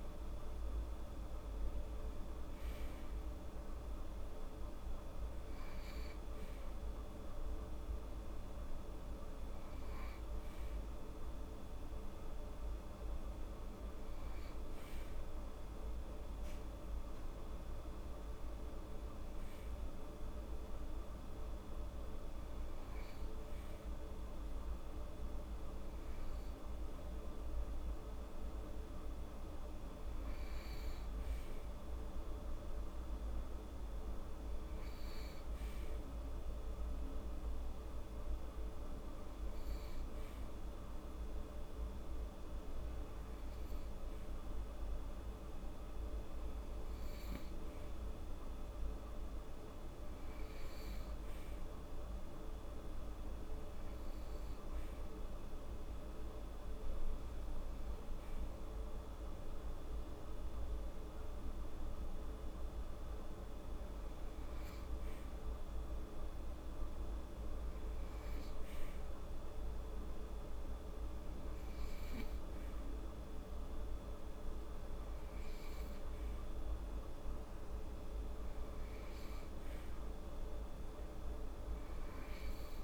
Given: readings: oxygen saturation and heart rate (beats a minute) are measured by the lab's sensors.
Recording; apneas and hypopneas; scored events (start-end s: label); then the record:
breathing in sleep, hard to hear, by a room microphone; none
none scored
From the record:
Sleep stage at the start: N2 (light sleep); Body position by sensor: on the right side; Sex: female